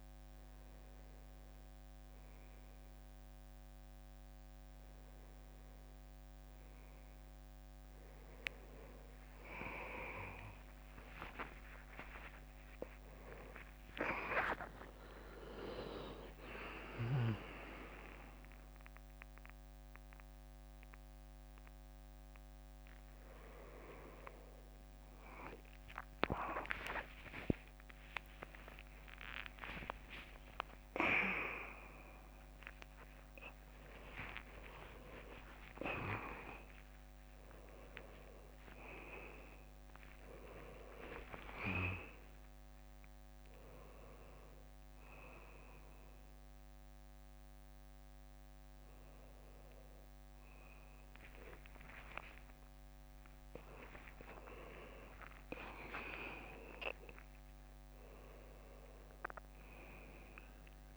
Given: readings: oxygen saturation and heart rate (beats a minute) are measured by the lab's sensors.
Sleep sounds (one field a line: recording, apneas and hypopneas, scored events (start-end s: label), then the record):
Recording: a person awake in a sleep study, by a microphone on the trachea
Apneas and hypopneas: none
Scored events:
9.50-15.50 s: tachycardia (device-marked, heart rate 76 before, 126 extreme)
13.50-30.50 s: drop in pulse transit time (device-marked, heart rate 78 before, 81 extreme)
14.00-16.00 s: long interval between heartbeats (device-marked, heart rate 78 before, 126 extreme)
27.50-32.50 s: tachycardia (device-marked, heart rate 77 before, 103 extreme)
56.50-60.97 s: drop in pulse transit time (device-marked, heart rate 81 before, 80 extreme)
From the record:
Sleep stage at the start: awake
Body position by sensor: on the back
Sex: male